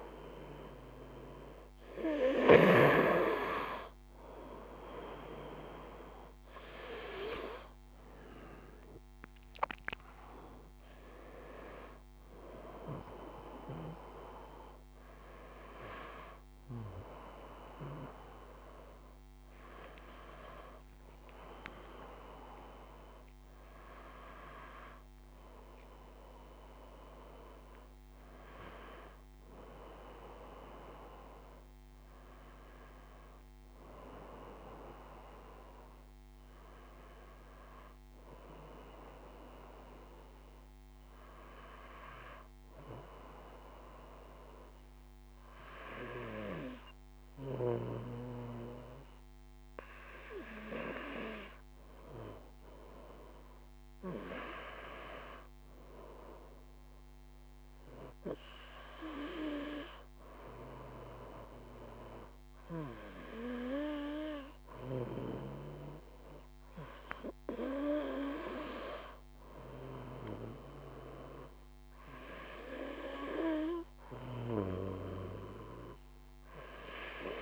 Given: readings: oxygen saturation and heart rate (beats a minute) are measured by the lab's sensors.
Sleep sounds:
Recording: breathing in sleep by a microphone on the trachea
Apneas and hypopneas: none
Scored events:
18.00-22.50 s: arousal
From the record:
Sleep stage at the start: N2 (light sleep)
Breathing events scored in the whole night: 273 in 4.9 hours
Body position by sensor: on the back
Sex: male

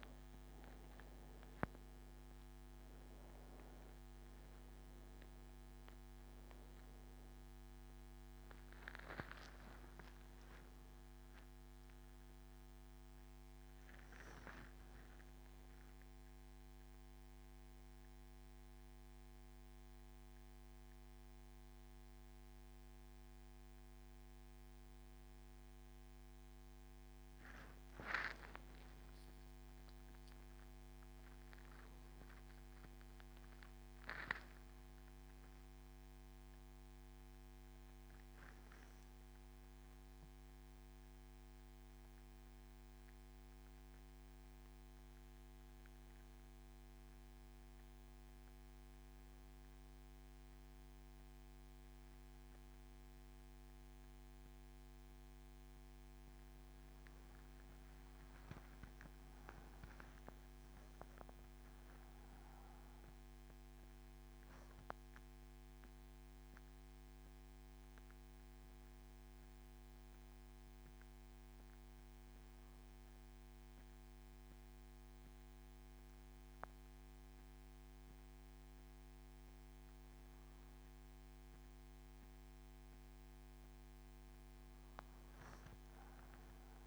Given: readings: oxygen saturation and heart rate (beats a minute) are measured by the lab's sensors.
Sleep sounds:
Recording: a person awake in a sleep study, hard to hear, by a microphone on the trachea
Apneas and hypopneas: none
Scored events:
10.50-12.50 s: long interval between heartbeats (device-marked, heart rate 89 before, 99 extreme)
From the record:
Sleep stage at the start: awake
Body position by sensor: on the back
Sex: male

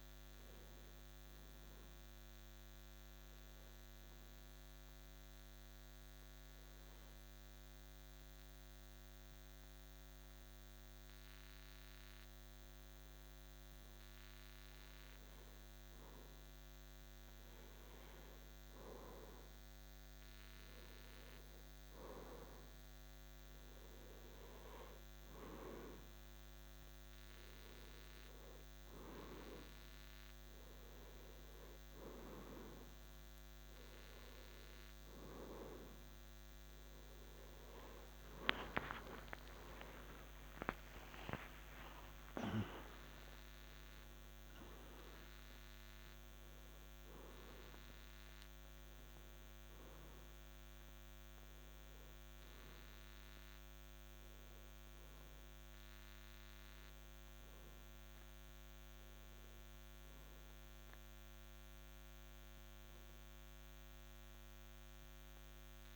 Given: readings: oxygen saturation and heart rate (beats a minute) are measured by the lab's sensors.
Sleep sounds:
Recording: breathing in sleep by a microphone on the trachea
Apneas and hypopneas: 1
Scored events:
1.00-16.50 s: hypopnea (oxygen 91% before, 88% lowest, heart rate 56 before, 54 extreme, up 1 after)
18.50-22.50 s: arousal
21.00-65.96 s: new sleep stage, N1 (lightest sleep)
51.00-56.50 s: arousal
From the record:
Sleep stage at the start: N2 (light sleep)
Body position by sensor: on the back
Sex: male

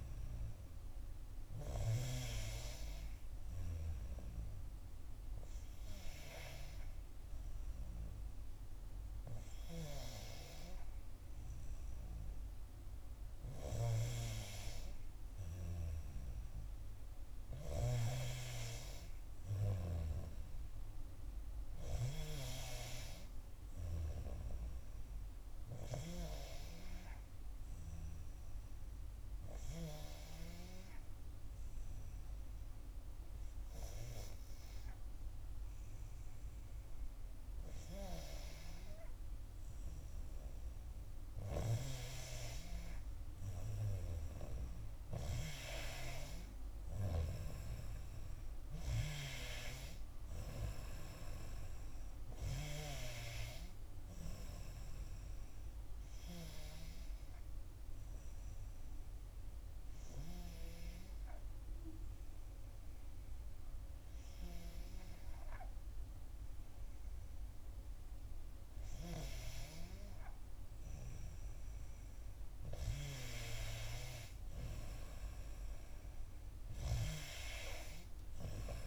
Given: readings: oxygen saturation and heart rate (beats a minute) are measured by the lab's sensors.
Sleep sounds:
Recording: breathing in sleep by a room microphone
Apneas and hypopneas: 2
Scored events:
17.00-21.00 s: arousal
25.50-40.50 s: obstructive apnea (oxygen 93% before, 91% lowest, heart rate 60 before, 60 extreme, up 2 after)
41.00-46.50 s: arousal
50.50-71.50 s: oxygen desaturation (device-marked, oxygen 94% before, 91% lowest, heart rate 61 before, 60 extreme)
56.50-69.50 s: obstructive apnea (oxygen 94% before, 91% lowest, heart rate 62 before, 60 extreme, up 4 after)
74.50-78.00 s: arousal
From the record:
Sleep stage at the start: N2 (light sleep)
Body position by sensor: on the back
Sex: female

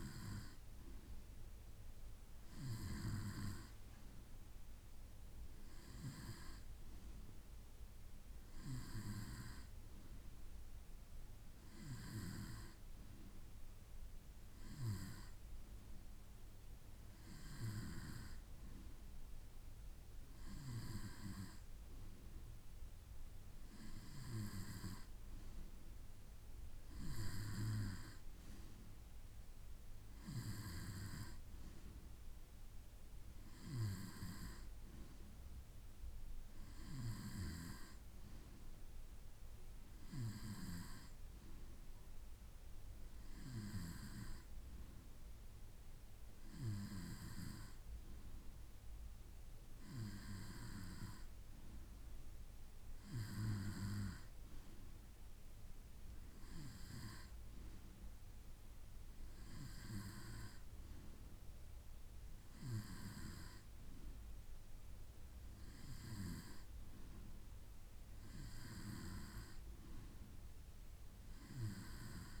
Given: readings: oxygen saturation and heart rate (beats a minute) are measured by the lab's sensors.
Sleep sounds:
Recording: breathing in sleep by a room microphone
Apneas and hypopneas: none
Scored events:
none scored
From the record:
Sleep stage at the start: N2 (light sleep)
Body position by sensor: on the right side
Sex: male

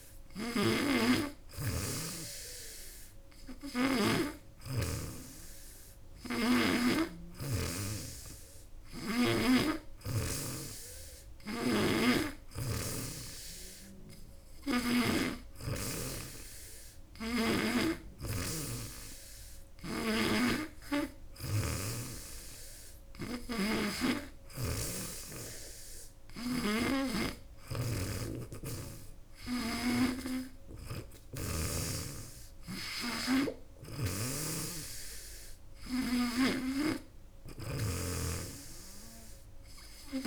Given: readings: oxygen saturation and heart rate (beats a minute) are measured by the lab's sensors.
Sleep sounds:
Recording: breathing in sleep by a room microphone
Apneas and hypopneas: none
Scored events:
0.00-4.00 s: snoring (device-marked)
11.00-15.00 s: snoring (device-marked)
19.50-34.00 s: snoring (device-marked)
From the record:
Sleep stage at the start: N3 (deep sleep)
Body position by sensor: on the back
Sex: female

